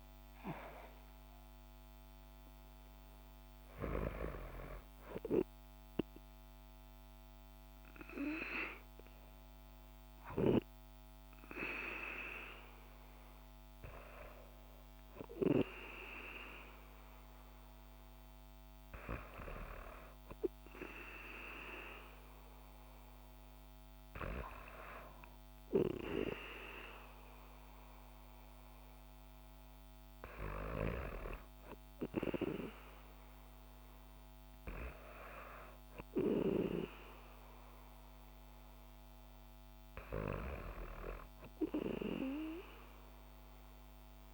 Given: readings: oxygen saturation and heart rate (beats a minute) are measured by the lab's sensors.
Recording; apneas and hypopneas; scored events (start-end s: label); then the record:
breathing in sleep by a microphone on the trachea; none
none scored
From the record:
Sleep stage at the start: N2 (light sleep); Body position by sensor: on the back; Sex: female